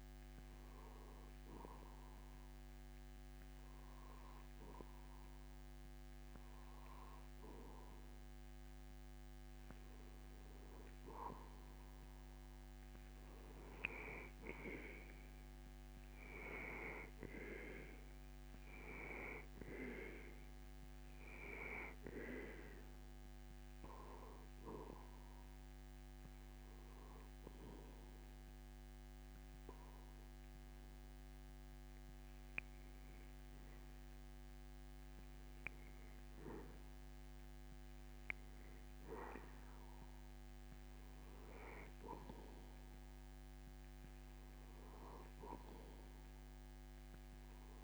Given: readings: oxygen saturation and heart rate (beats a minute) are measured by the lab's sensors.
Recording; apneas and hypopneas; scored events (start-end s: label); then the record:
breathing in sleep by a microphone on the trachea; 1
0.50-12.50 s: hypopnea (oxygen 94% before, 90% lowest)
15.50-19.00 s: arousal
From the record:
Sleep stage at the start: N2 (light sleep); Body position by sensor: on the back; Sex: male